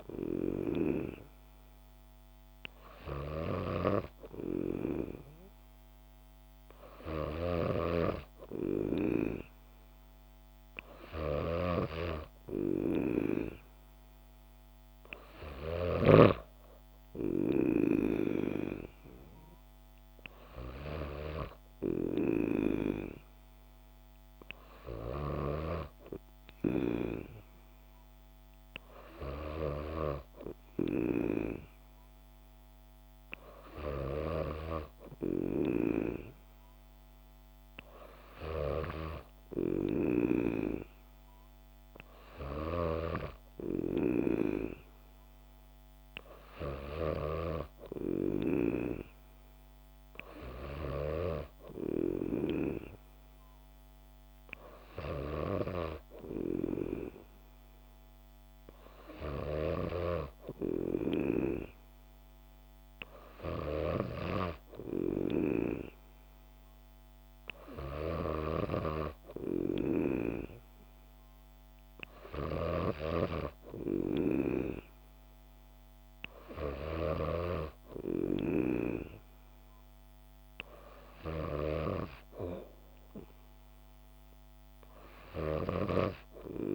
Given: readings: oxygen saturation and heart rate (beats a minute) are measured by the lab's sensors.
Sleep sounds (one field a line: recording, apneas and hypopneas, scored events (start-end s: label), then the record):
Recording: breathing in sleep by a microphone on the trachea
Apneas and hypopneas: none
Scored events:
3.50-16.50 s: snoring (device-marked)
34.00-40.50 s: snoring (device-marked)
42.50-47.50 s: snoring (device-marked)
63.50-77.50 s: snoring (device-marked)
From the record:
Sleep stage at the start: N3 (deep sleep)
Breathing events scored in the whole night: 200 in 7.3 hours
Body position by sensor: on the back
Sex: female